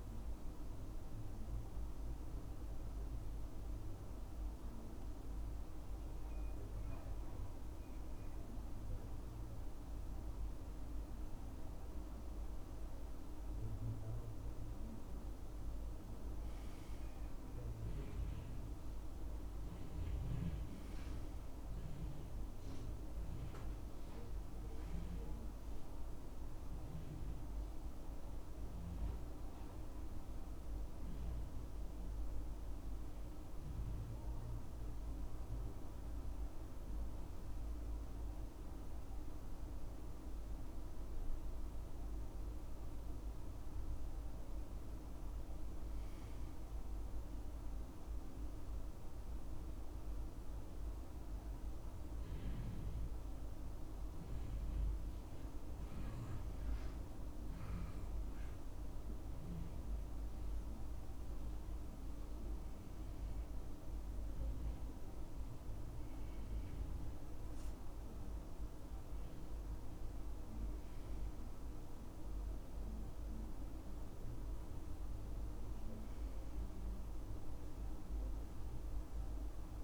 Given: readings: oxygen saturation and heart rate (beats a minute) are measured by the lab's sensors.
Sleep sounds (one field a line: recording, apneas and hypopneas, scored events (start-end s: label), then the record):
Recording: breathing in sleep, hard to hear, by a room microphone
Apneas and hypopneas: 3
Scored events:
2.00-13.50 s: central apnea (oxygen 97% before, 91% lowest, heart rate 67 before, 67 extreme, up 3 after)
15.50-19.00 s: arousal
21.00-40.00 s: oxygen desaturation (device-marked, oxygen 97% before, 91% lowest, heart rate 68 before, 62 extreme)
35.00-45.00 s: obstructive apnea (oxygen 97% before, 91% lowest, heart rate 68 before, 62 extreme, up 4 after)
46.00-49.50 s: arousal
60.00-70.00 s: obstructive apnea (oxygen 97% before, 89% lowest, heart rate 65 before, 67 extreme, up 3 after)
72.00-75.00 s: arousal
From the record:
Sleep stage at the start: N2 (light sleep)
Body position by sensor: on the right side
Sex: male